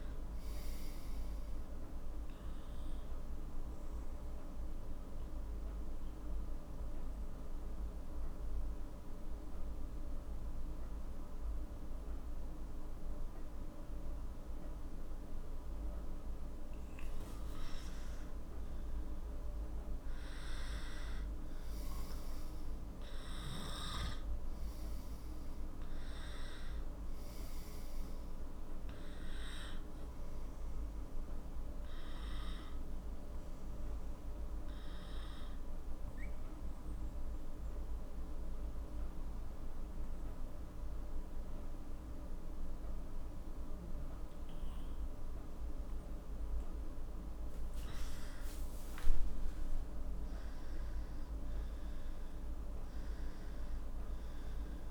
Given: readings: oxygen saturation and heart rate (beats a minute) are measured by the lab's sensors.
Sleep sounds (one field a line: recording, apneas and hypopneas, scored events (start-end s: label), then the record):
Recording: breathing in sleep, hard to hear, by a room microphone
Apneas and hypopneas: 2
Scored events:
0.00-12.50 s: oxygen desaturation (device-marked, oxygen 91% lowest, heart rate 43 extreme)
4.00-18.00 s: obstructive apnea (oxygen 95% before, 91% lowest, heart rate 53 before, 44 extreme, up 14 after)
21.50-25.00 s: arousal
24.50-36.50 s: oxygen desaturation (device-marked, oxygen 96% before, 92% lowest, heart rate 49 before, 48 extreme)
31.00-47.50 s: obstructive apnea (oxygen 96% before, 90% lowest, heart rate 52 before, 44 extreme, up 13 after)
49.50-53.50 s: arousal
50.50-54.91 s: oxygen desaturation (device-marked, oxygen 95% before, 91% lowest, heart rate 50 before, 44 extreme)
From the record:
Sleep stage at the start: N2 (light sleep)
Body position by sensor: on the left side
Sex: male